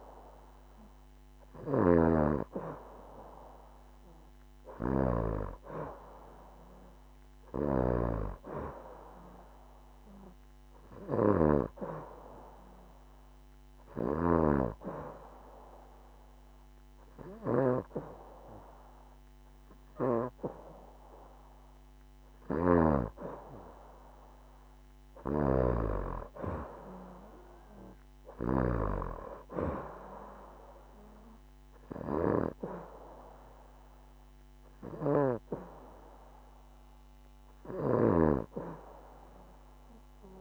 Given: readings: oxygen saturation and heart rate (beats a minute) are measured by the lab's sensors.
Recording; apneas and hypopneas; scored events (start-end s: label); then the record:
breathing in sleep by a microphone on the trachea; 1
5.50-9.00 s: arousal
12.50-23.00 s: hypopnea (oxygen 93% before, 89% lowest, heart rate 71 before, 68 extreme, up 2 after)
30.00-33.50 s: arousal
35.00-40.41 s: oxygen desaturation (device-marked, oxygen 93% before, 89% lowest, heart rate 72 before, 68 extreme)
From the record:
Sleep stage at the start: N2 (light sleep); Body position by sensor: on the back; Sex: female